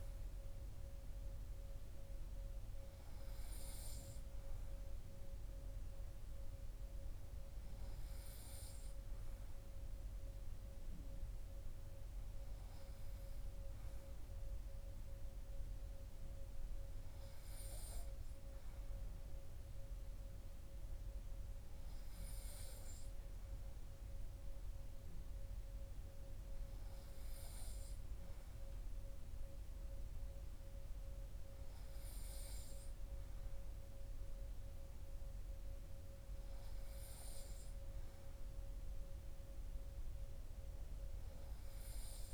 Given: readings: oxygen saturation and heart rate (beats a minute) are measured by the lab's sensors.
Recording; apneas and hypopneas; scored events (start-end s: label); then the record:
breathing in sleep, hard to hear, by a room microphone; none
none scored
From the record:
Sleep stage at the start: N3 (deep sleep); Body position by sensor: on the right side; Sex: male